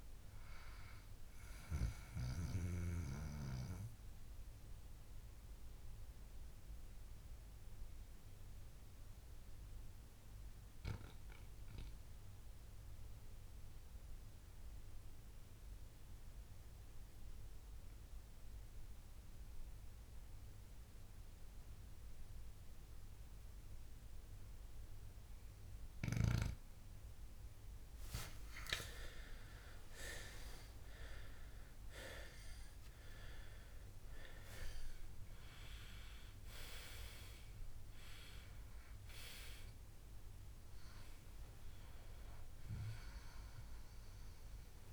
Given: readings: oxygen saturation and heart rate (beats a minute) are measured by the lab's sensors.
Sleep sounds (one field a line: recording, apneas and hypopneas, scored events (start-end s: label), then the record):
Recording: breathing in sleep by a room microphone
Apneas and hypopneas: 1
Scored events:
0.00-14.50 s: oxygen desaturation (device-marked, oxygen 93% lowest, heart rate 58 extreme)
3.50-28.00 s: obstructive apnea (oxygen 98% before, 91% lowest, heart rate 70 before, 58 extreme, up 18 after)
28.50-44.93 s: oxygen desaturation (device-marked, oxygen 97% before, 91% lowest, heart rate 61 before, 54 extreme)
30.00-34.50 s: arousal
From the record:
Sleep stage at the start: N2 (light sleep)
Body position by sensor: on the back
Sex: male